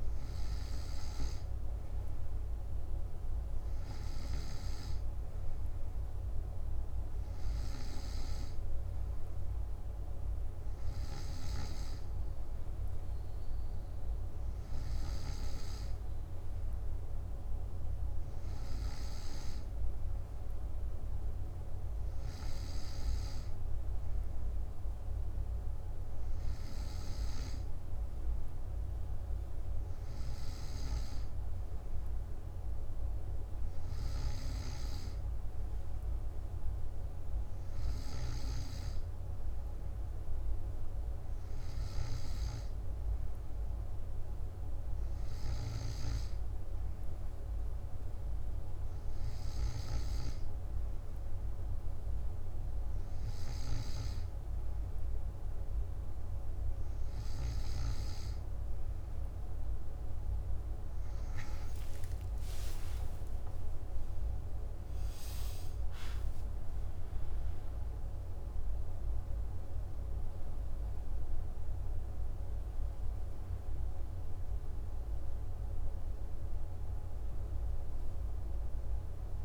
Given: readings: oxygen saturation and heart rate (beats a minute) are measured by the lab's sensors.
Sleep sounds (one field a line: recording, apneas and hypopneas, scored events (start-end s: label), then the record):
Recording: breathing in sleep, hard to hear, by a room microphone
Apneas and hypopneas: none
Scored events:
62.00-66.50 s: arousal
From the record:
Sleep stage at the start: N2 (light sleep)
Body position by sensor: on the back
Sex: male